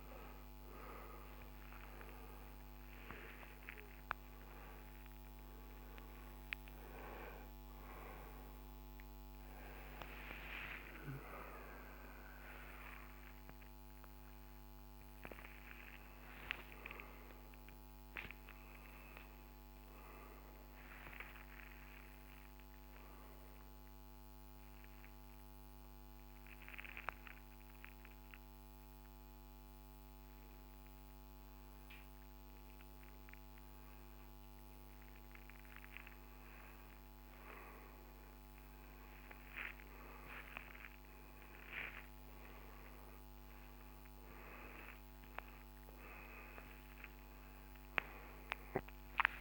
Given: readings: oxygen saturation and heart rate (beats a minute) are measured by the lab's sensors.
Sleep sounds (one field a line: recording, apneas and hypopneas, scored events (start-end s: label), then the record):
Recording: a person awake in a sleep study, by a microphone on the trachea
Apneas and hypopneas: none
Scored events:
0.00-16.00 s: oxygen desaturation (device-marked, oxygen 98% before, 93% lowest, heart rate 99 before, 75 extreme)
9.50-11.50 s: long interval between heartbeats (device-marked, heart rate 104 before, 111 extreme)
12.00-14.00 s: long interval between heartbeats (device-marked, heart rate 108 before, 137 extreme)
14.50-16.50 s: long interval between heartbeats (device-marked, heart rate 113 before, 139 extreme)
27.00-29.00 s: long interval between heartbeats (device-marked, heart rate 103 before, 92 extreme)
33.50-35.50 s: long interval between heartbeats (device-marked, heart rate 96 before, 85 extreme)
38.00-49.41 s: oxygen desaturation (device-marked, oxygen 96% before, 92% lowest, heart rate 88 before, 80 extreme)
39.00-41.00 s: long interval between heartbeats (device-marked, heart rate 88 before, 106 extreme)
41.00-43.00 s: long interval between heartbeats (device-marked, heart rate 90 before, 110 extreme)
44.00-46.00 s: long interval between heartbeats (device-marked, heart rate 95 before, 119 extreme)
From the record:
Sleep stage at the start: awake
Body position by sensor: on the right side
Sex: male